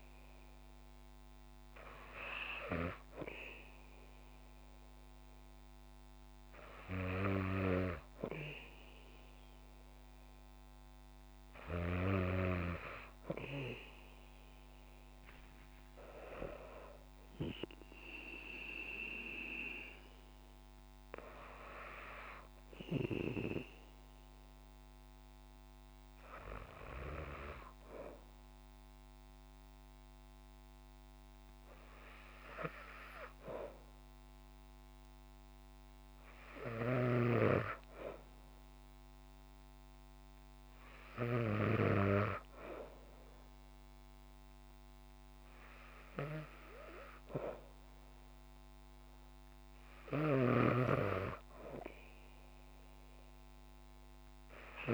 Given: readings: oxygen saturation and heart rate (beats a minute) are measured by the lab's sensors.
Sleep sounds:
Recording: breathing in sleep by a microphone on the trachea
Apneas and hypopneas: none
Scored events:
49.50-54.94 s: snoring (device-marked)
From the record:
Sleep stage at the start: N2 (light sleep)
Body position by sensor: on the back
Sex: female

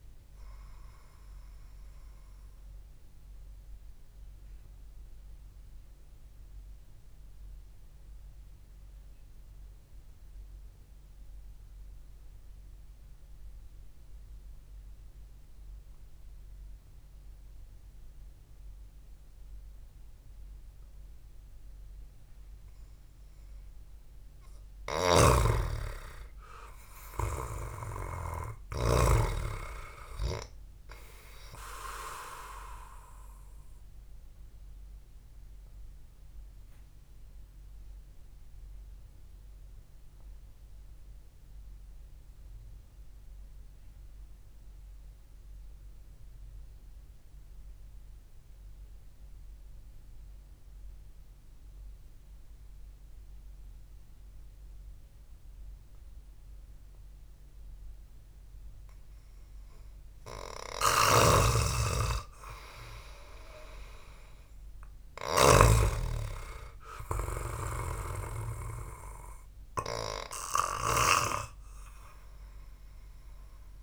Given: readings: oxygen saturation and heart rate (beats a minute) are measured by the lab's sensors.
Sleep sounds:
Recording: breathing in sleep by a room microphone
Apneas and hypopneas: 2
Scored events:
0.00-8.50 s: oxygen desaturation (device-marked, oxygen 93% lowest, heart rate 60 extreme)
1.00-23.00 s: obstructive apnea (oxygen 98% before, 92% lowest, heart rate 61 before, 54 extreme, up 0 after)
24.00-28.00 s: arousal
25.00-29.50 s: snoring (device-marked)
29.50-45.50 s: oxygen desaturation (device-marked, oxygen 98% before, 93% lowest, heart rate 64 before, 54 extreme)
35.00-59.50 s: obstructive apnea (oxygen 98% before, 91% lowest, heart rate 63 before, 55 extreme, up 0 after)
61.00-65.00 s: arousal
61.50-71.50 s: snoring (device-marked)
66.50-73.83 s: oxygen desaturation (device-marked, oxygen 98% before, 93% lowest, heart rate 63 before, 56 extreme)
From the record:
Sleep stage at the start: N2 (light sleep)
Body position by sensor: on the back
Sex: male

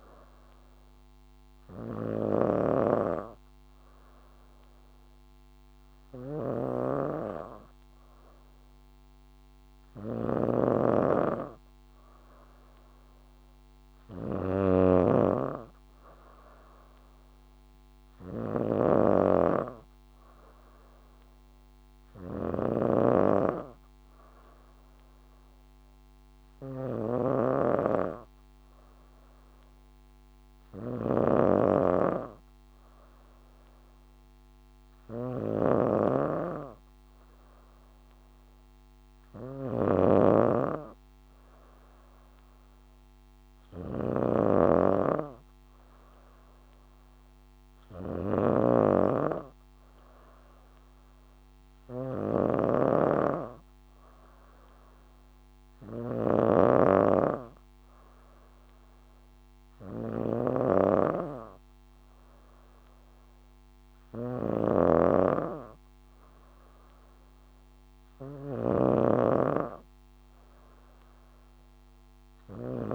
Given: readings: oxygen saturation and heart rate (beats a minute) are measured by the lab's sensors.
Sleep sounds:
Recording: breathing in sleep by a microphone on the trachea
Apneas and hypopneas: none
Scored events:
0.00-72.95 s: snoring (device-marked)
From the record:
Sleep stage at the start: N3 (deep sleep)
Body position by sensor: on the back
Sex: female

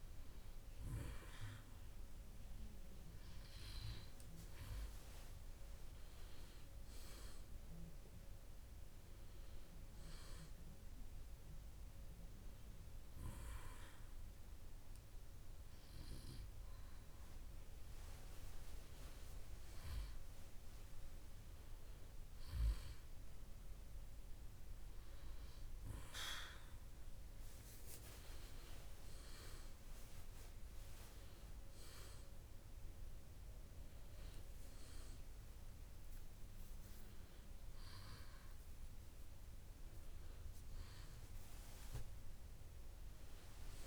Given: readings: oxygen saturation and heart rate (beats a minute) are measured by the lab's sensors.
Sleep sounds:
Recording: breathing in sleep by a room microphone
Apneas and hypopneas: 1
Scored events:
10.00-21.00 s: hypopnea (oxygen 96% before, 95% lowest, heart rate 67 before, 64 extreme, up 5 after)
23.50-28.00 s: arousal
From the record:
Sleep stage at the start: N2 (light sleep)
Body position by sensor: on the back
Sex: male

